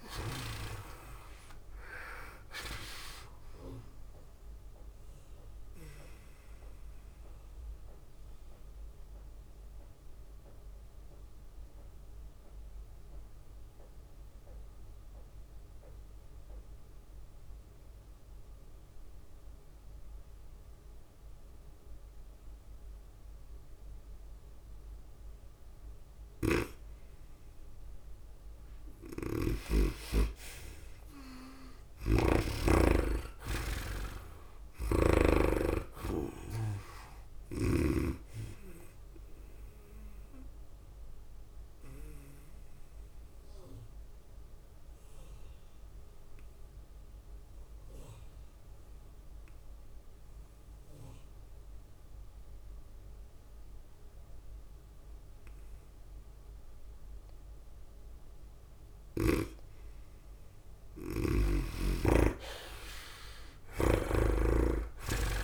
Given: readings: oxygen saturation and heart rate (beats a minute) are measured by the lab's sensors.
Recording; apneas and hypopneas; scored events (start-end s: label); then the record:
breathing in sleep by a room microphone; 2
0.00-11.00 s: tachycardia (device-marked, heart rate 105 extreme)
0.00-16.00 s: drop in pulse transit time (device-marked, heart rate 97 before, 100 extreme)
0.00-17.00 s: oxygen desaturation (device-marked, oxygen 83% lowest, heart rate 94 extreme)
6.00-28.00 s: obstructive apnea (oxygen 98% before, 83% lowest, heart rate 99 before, 94 extreme, up 6 after)
25.00-51.00 s: oxygen desaturation (device-marked, oxygen 99% before, 84% lowest, heart rate 100 before, 95 extreme)
26.50-33.00 s: snoring (device-marked)
32.50-35.50 s: arousal
33.00-46.00 s: tachycardia (device-marked, heart rate 99 before, 105 extreme)
36.00-51.00 s: drop in pulse transit time (device-marked, heart rate 96 before, 99 extreme)
41.00-58.50 s: obstructive apnea (oxygen 99% before, 82% lowest, heart rate 98 before, 96 extreme, up 5 after)
59.00-65.44 s: oxygen desaturation (device-marked, oxygen 98% before, 86% lowest, heart rate 101 before, 84 extreme)
62.50-65.44 s: arousal
63.00-65.44 s: tachycardia (device-marked, heart rate 99 before, 105 extreme)
From the record:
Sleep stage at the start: N2 (light sleep); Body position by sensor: on the right side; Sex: female